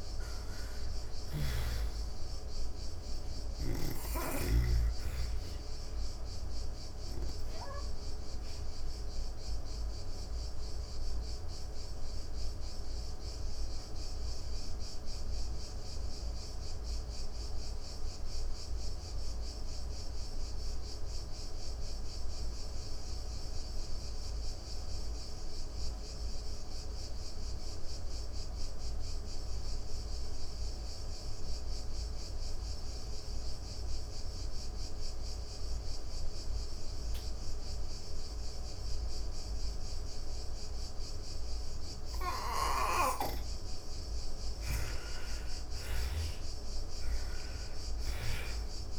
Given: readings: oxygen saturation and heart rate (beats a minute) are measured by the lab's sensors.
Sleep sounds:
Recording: breathing in sleep by a room microphone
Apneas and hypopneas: 1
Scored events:
0.00-27.00 s: oxygen desaturation (device-marked, oxygen 80% lowest, heart rate 28 extreme)
8.50-42.50 s: obstructive apnea (oxygen 99% before, 75% lowest)
33.00-48.99 s: oxygen desaturation (device-marked, oxygen 98% before, 75% lowest)
44.00-48.00 s: arousal
44.50-48.99 s: snoring (device-marked)
From the record:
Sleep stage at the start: N2 (light sleep)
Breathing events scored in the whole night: 396 in 5.8 hours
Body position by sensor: on the back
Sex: female

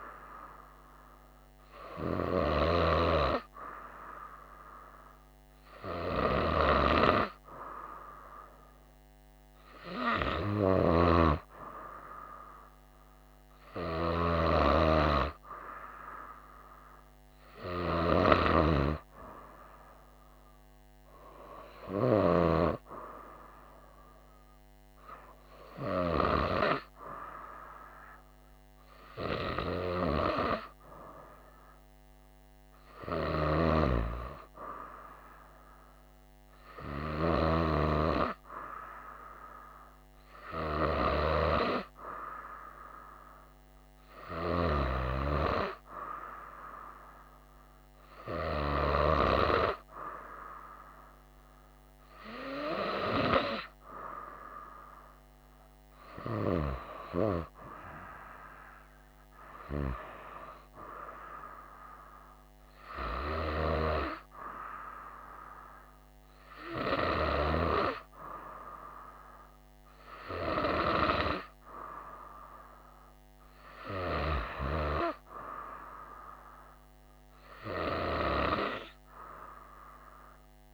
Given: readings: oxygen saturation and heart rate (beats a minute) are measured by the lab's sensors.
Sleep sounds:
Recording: breathing in sleep by a microphone on the trachea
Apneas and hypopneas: none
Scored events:
none scored
From the record:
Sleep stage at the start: N2 (light sleep)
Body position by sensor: on the right side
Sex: female

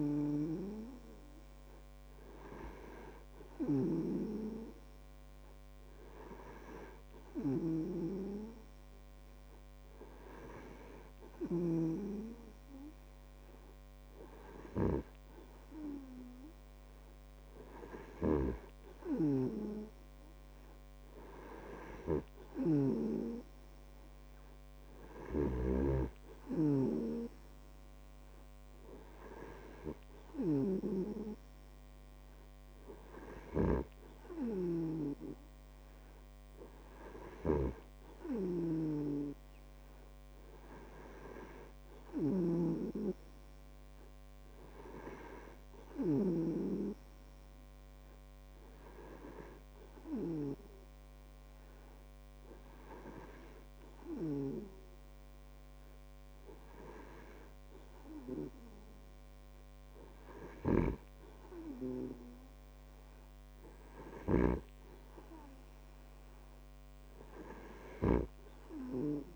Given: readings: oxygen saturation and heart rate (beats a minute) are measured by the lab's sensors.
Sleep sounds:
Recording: breathing in sleep by a microphone on the trachea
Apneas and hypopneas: none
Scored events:
4.00-47.00 s: snoring (device-marked)
61.00-69.36 s: snoring (device-marked)
From the record:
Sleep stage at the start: N2 (light sleep)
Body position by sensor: on the back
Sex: male

